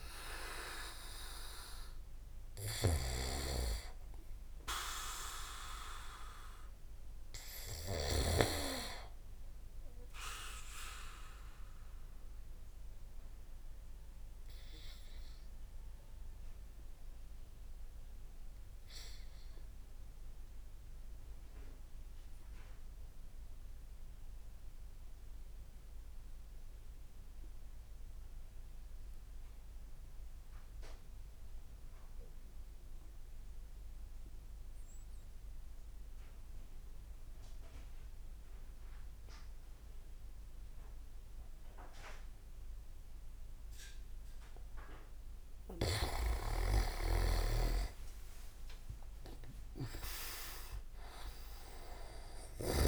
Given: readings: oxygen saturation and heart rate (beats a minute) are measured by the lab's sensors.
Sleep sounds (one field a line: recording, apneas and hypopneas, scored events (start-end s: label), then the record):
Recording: breathing in sleep by a room microphone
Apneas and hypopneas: 1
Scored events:
0.00-4.50 s: oxygen desaturation (device-marked, oxygen 95% lowest)
2.50-8.00 s: snoring (device-marked)
12.00-43.50 s: mixed apnea (oxygen 98% before, 94% lowest)
41.50-52.88 s: oxygen desaturation (device-marked, oxygen 99% before, 94% lowest)
47.00-52.88 s: arousal
47.50-50.50 s: leg movement (device-marked)
From the record:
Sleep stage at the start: N2 (light sleep)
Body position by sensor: on the back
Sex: male